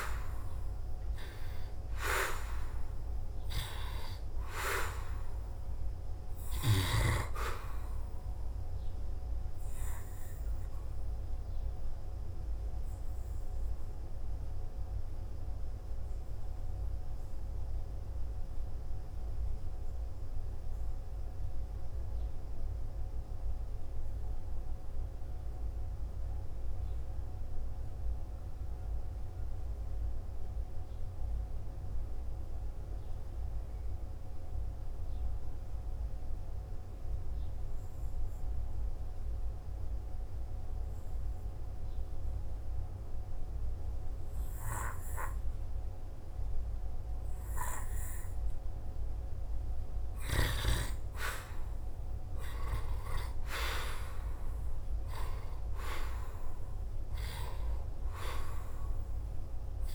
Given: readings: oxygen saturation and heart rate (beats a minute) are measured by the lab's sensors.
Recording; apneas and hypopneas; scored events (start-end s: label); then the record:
breathing in sleep by a room microphone; 1
0.00-2.00 s: arousal
10.50-50.50 s: hypopnea (oxygen 98% before, 83% lowest, heart rate 55 before, 51 extreme, up 9 after)
13.00-46.00 s: oxygen desaturation (device-marked, oxygen 95% before, 84% lowest, heart rate 56 before, 51 extreme)
52.50-56.50 s: arousal
From the record:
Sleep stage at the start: N2 (light sleep); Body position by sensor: on the back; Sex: male